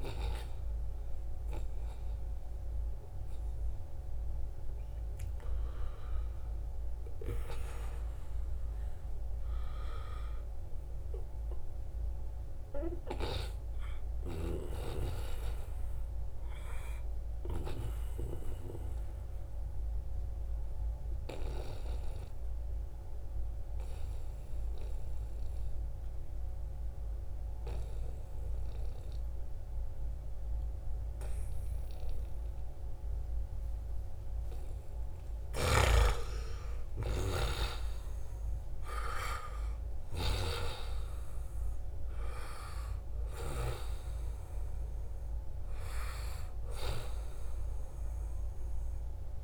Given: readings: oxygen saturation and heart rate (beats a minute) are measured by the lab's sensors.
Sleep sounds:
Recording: breathing in sleep by a room microphone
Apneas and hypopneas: 1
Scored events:
19.00-35.00 s: obstructive apnea (oxygen 97% before, 89% lowest, heart rate 85 before, 73 extreme, up 4 after)
20.00-49.44 s: new sleep stage, N2 (light sleep)
35.00-40.00 s: snoring (device-marked)
36.50-42.00 s: arousal
37.00-49.44 s: oxygen desaturation (device-marked, oxygen 95% before, 91% lowest, heart rate 78 before, 69 extreme)
From the record:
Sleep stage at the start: N1 (lightest sleep)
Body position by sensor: on the right side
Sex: male

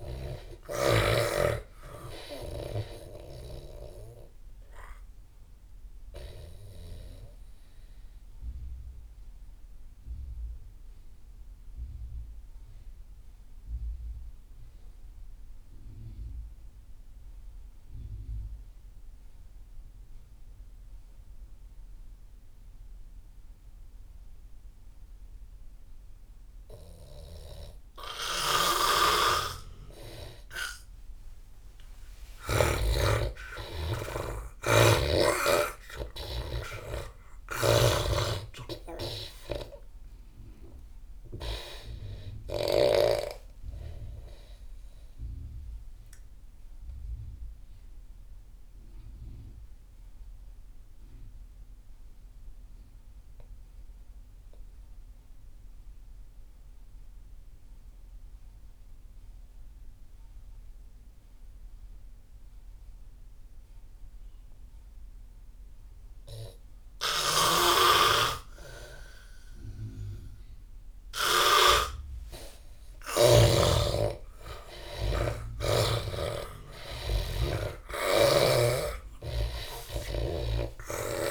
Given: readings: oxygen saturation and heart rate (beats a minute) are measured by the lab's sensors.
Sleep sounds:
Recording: breathing in sleep by a room microphone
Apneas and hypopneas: 2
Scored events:
0.00-1.00 s: snoring (device-marked)
0.00-13.00 s: oxygen desaturation (device-marked, oxygen 83% lowest)
5.00-31.00 s: obstructive apnea (oxygen 97% before, 83% lowest)
29.00-32.50 s: snoring (device-marked)
30.00-57.00 s: oxygen desaturation (device-marked, oxygen 98% before, 85% lowest)
32.50-37.00 s: arousal
34.50-43.00 s: snoring (device-marked)
44.50-71.50 s: obstructive apnea (oxygen 98% before, 82% lowest)
67.00-71.50 s: snoring (device-marked)
67.00-81.31 s: oxygen desaturation (device-marked, oxygen 98% before, 84% lowest)
73.00-79.00 s: arousal
73.50-80.50 s: snoring (device-marked)
From the record:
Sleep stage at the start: N2 (light sleep)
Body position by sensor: on the back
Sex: male

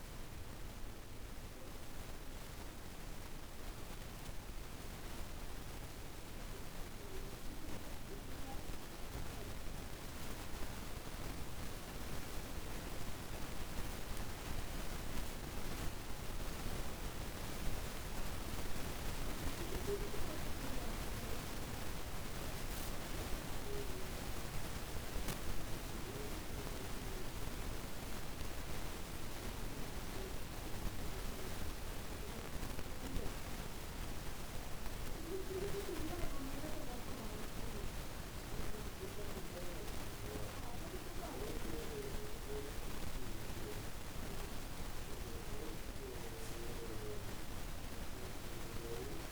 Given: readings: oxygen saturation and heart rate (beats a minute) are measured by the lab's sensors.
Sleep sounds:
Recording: breathing in sleep by a room microphone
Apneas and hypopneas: none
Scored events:
none scored
From the record:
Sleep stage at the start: N2 (light sleep)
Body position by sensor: on the back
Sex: male

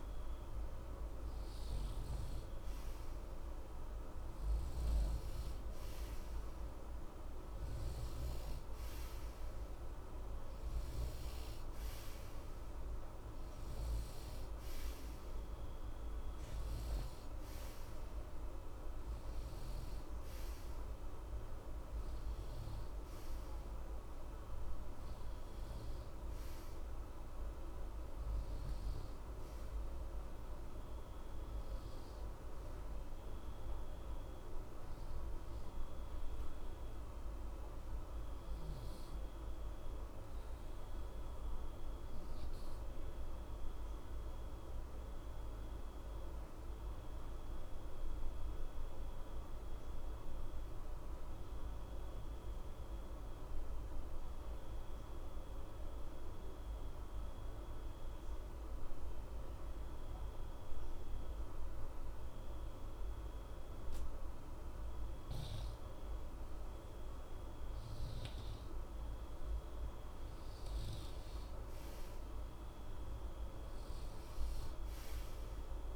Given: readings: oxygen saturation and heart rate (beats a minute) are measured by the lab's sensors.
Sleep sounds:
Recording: breathing in sleep, hard to hear, by a room microphone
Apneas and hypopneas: 1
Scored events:
0.00-3.00 s: arousal
1.50-10.50 s: oxygen desaturation (device-marked, oxygen 95% before, 91% lowest, heart rate 60 before, 60 extreme)
25.50-41.50 s: oxygen desaturation (device-marked, oxygen 91% before, 88% lowest, heart rate 60 before, 60 extreme)
39.50-66.50 s: obstructive apnea (oxygen 93% before, 89% lowest, heart rate 60 before, 60 extreme, up 0 after)
68.50-75.96 s: oxygen desaturation (device-marked, oxygen 95% before, 92% lowest, heart rate 60 before, 60 extreme)
69.50-73.50 s: arousal
From the record:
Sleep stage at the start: N2 (light sleep)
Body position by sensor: on the right side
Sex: male

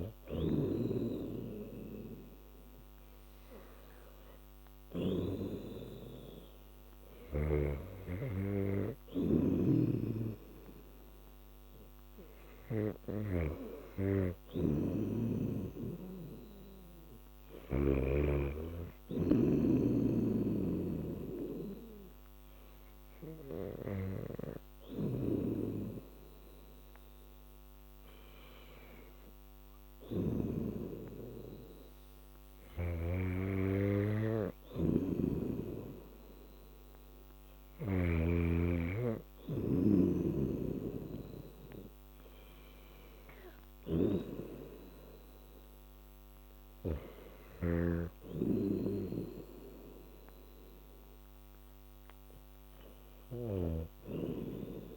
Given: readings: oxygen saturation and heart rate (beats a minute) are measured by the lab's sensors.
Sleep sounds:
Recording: breathing in sleep by a microphone on the trachea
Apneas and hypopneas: none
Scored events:
0.00-5.50 s: snoring (device-marked)
10.00-13.50 s: snoring (device-marked)
20.50-30.50 s: snoring (device-marked)
35.00-38.50 s: snoring (device-marked)
40.50-54.97 s: snoring (device-marked)
From the record:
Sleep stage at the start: N2 (light sleep)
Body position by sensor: on the back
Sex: female

